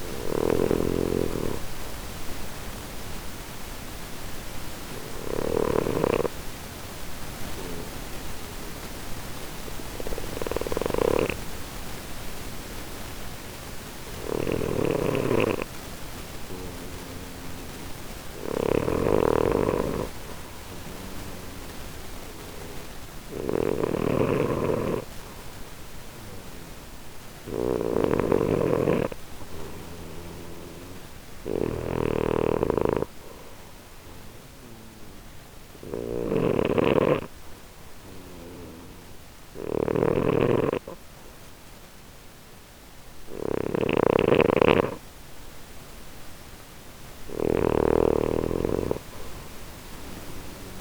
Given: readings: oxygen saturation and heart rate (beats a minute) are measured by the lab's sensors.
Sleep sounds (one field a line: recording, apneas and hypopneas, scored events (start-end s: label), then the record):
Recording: breathing in sleep by a microphone on the trachea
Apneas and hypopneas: 2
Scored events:
0.00-27.50 s: snoring (device-marked)
1.00-11.00 s: oxygen desaturation (device-marked, oxygen 95% before, 91% lowest, heart rate 64 before, 59 extreme)
2.50-18.00 s: obstructive apnea (oxygen 95% before, 91% lowest, heart rate 64 before, 59 extreme, up 1 after)
20.00-24.50 s: arousal
26.00-47.00 s: oxygen desaturation (device-marked, oxygen 97% before, 92% lowest, heart rate 60 before, 60 extreme)
32.00-50.81 s: snoring (device-marked)
34.50-45.50 s: obstructive apnea (oxygen 97% before, 91% lowest, heart rate 60 before, 60 extreme, up 0 after)
From the record:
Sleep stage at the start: N2 (light sleep)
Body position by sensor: on the left side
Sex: male